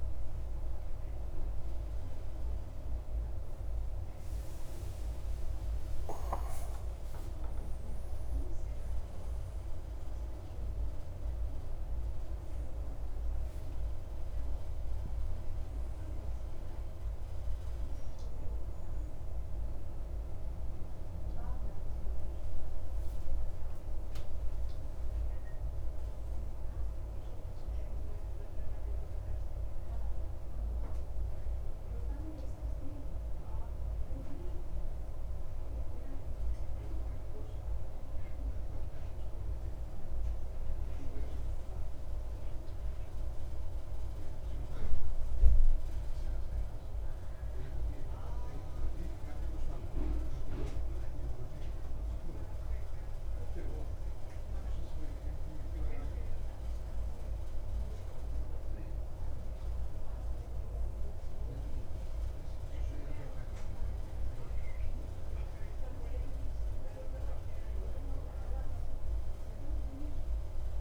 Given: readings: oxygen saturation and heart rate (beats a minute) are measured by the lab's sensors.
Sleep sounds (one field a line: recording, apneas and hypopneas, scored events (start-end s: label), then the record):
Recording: breathing in sleep, hard to hear, by a room microphone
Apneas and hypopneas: none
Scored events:
4.00-8.00 s: arousal
From the record:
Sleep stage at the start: N1 (lightest sleep)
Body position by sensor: on the back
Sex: male